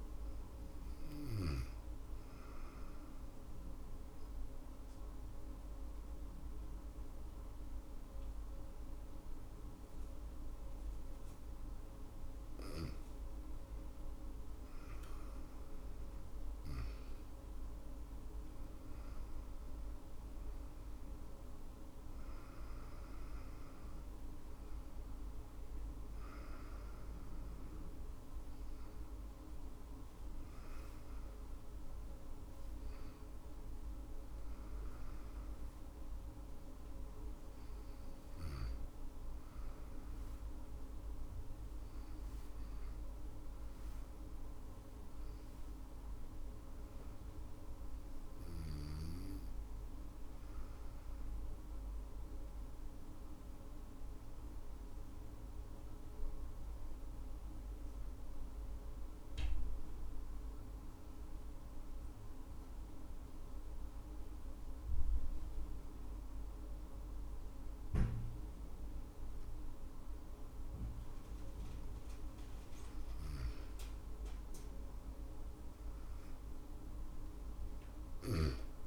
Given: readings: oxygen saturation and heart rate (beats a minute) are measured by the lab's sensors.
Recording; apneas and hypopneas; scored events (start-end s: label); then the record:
breathing in sleep, hard to hear, by a room microphone; 2
1.50-12.50 s: obstructive apnea (oxygen 100% before, 98% lowest, heart rate 64 before, 58 extreme, up 16 after)
10.50-21.50 s: drop in pulse transit time (device-marked, heart rate 62 before, 64 extreme)
13.50-16.00 s: arousal
45.00-48.50 s: arousal
50.50-71.00 s: obstructive apnea (oxygen 99% before, 93% lowest, heart rate 67 before, 57 extreme, up 6 after)
72.50-75.50 s: arousal
74.50-78.87 s: oxygen desaturation (device-marked, oxygen 98% before, 94% lowest, heart rate 65 before, 64 extreme)
From the record:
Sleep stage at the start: N2 (light sleep); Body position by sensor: on the back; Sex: female